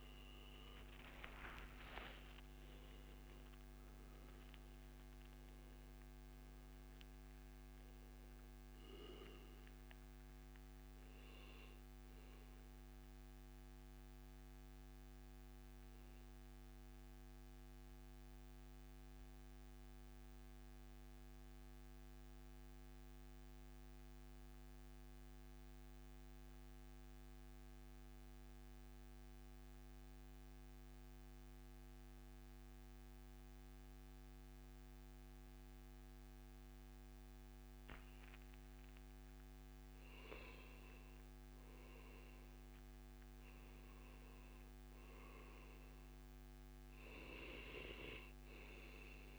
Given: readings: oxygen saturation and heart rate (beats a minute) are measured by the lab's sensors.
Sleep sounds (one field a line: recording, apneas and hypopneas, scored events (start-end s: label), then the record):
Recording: breathing in sleep by a microphone on the trachea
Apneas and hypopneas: 1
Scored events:
0.00-16.00 s: oxygen desaturation (device-marked, oxygen 93% lowest, heart rate 88 extreme)
11.50-38.00 s: central apnea (oxygen 98% before, 93% lowest, heart rate 135 before, 88 extreme, up 17 after)
17.00-19.00 s: long interval between heartbeats (device-marked, heart rate 134 before, 88 extreme)
19.00-21.00 s: long interval between heartbeats (device-marked, heart rate 129 before, 91 extreme)
24.50-26.50 s: long interval between heartbeats (device-marked, heart rate 118 before, 98 extreme)
27.50-29.50 s: long interval between heartbeats (device-marked, heart rate 112 before, 97 extreme)
30.00-32.00 s: long interval between heartbeats (device-marked, heart rate 105 before, 97 extreme)
37.50-39.50 s: long interval between heartbeats (device-marked, heart rate 97 before, 108 extreme)
41.00-43.00 s: long interval between heartbeats (device-marked, heart rate 100 before, 105 extreme)
41.00-46.00 s: arousal
46.00-48.00 s: long interval between heartbeats (device-marked, heart rate 102 before, 92 extreme)
From the record:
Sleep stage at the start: N2 (light sleep)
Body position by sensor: on the back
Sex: male